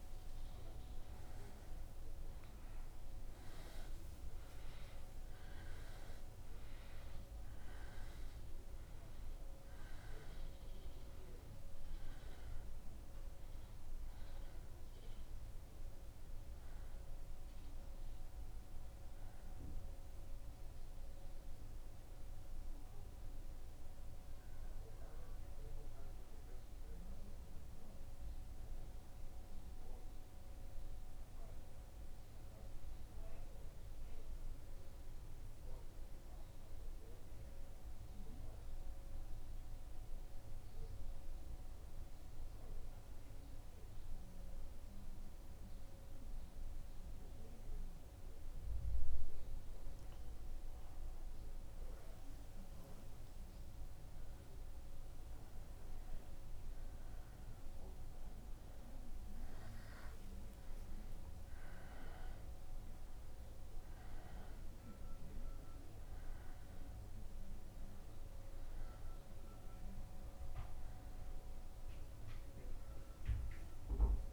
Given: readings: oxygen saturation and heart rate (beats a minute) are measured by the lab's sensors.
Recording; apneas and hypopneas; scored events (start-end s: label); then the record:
breathing in sleep, hard to hear, by a room microphone; 1
0.00-2.50 s: arousal
8.00-16.00 s: oxygen desaturation (device-marked, oxygen 96% before, 93% lowest, heart rate 76 before, 73 extreme)
14.00-74.33 s: new sleep stage, N1 (lightest sleep)
23.00-48.50 s: central apnea (oxygen 97% before, 91% lowest, heart rate 75 before, 73 extreme, up 2 after)
54.00-59.00 s: arousal
64.00-74.33 s: oxygen desaturation (device-marked, oxygen 98% before, 91% lowest, heart rate 75 before, 74 extreme)
From the record:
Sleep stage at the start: N2 (light sleep); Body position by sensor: on the back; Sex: male